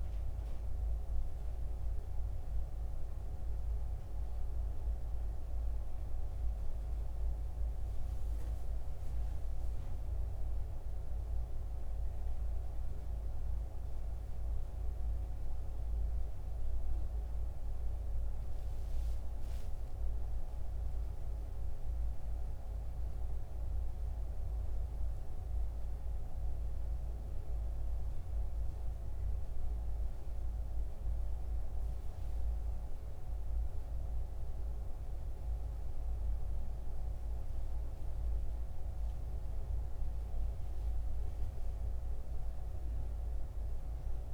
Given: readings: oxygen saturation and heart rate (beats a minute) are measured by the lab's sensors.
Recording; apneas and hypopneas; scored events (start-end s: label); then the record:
breathing in sleep, hard to hear, by a room microphone; none
17.00-22.50 s: arousal
38.50-44.34 s: oxygen desaturation (device-marked, oxygen 94% before, 91% lowest, heart rate 72 before, 67 extreme)
42.50-44.34 s: new sleep stage, N2 (light sleep)
From the record:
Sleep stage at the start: N1 (lightest sleep); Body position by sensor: on the back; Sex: male